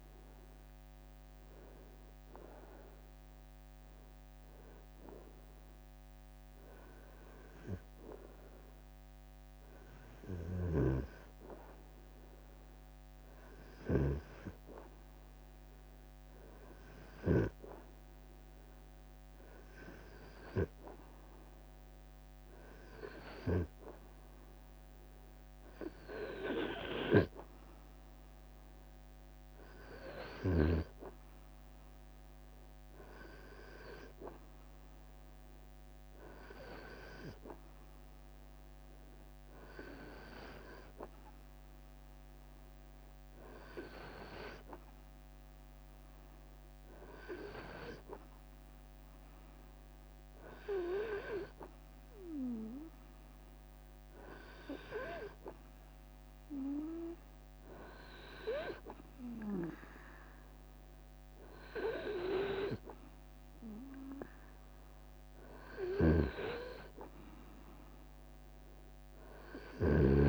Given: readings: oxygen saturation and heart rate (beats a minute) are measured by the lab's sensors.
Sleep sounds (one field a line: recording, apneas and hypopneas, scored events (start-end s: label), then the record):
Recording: breathing in sleep by a microphone on the trachea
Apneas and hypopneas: none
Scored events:
21.00-54.00 s: oxygen desaturation (device-marked, oxygen 98% before, 94% lowest, heart rate 75 before, 67 extreme)
28.00-41.00 s: drop in pulse transit time (device-marked, heart rate 73 before, 67 extreme)
29.50-31.50 s: long interval between heartbeats (device-marked, heart rate 73 before, 77 extreme)
41.50-43.50 s: long interval between heartbeats (device-marked, heart rate 73 before, 82 extreme)
From the record:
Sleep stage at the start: REM sleep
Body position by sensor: on the right side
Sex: male